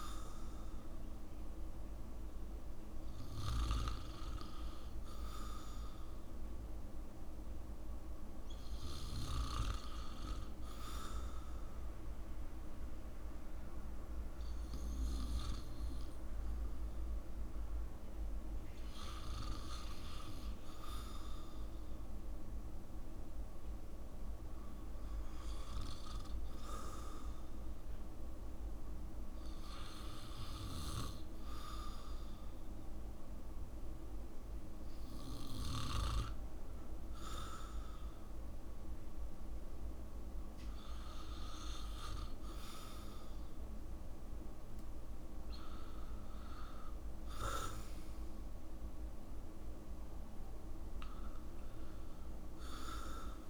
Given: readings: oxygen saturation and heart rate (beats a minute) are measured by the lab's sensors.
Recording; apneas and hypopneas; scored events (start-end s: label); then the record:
breathing in sleep by a room microphone; 1
8.50-11.50 s: arousal
16.50-40.00 s: hypopnea (oxygen 94% before, 92% lowest, heart rate 70 before, 68 extreme, up 3 after)
38.50-53.50 s: new sleep stage, N1 (lightest sleep)
From the record:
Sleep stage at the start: REM sleep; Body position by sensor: on the back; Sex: male